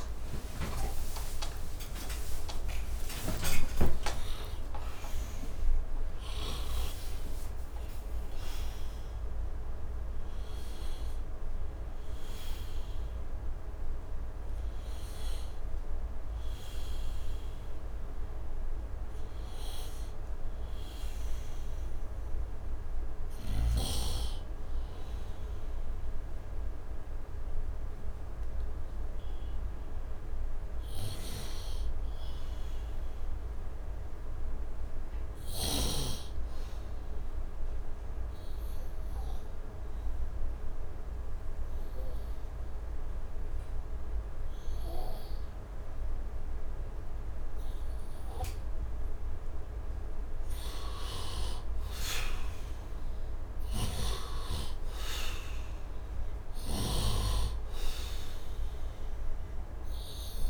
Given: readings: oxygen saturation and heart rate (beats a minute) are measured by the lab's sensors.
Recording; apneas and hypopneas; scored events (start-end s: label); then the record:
breathing in sleep by a room microphone; 1
0.00-4.50 s: arousal
0.00-12.50 s: oxygen desaturation (device-marked, oxygen 58% lowest, heart rate 70 extreme)
9.50-60.50 s: new sleep stage, N1 (lightest sleep)
38.00-49.00 s: obstructive apnea (oxygen 100% before, 78% lowest, heart rate 73 before, 69 extreme, up 9 after)
42.50-60.50 s: oxygen desaturation (device-marked, oxygen 98% before, 82% lowest, heart rate 72 before, 69 extreme)
51.50-56.00 s: arousal
53.50-57.00 s: snoring (device-marked)
From the record:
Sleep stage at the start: N2 (light sleep); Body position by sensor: on the right side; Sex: male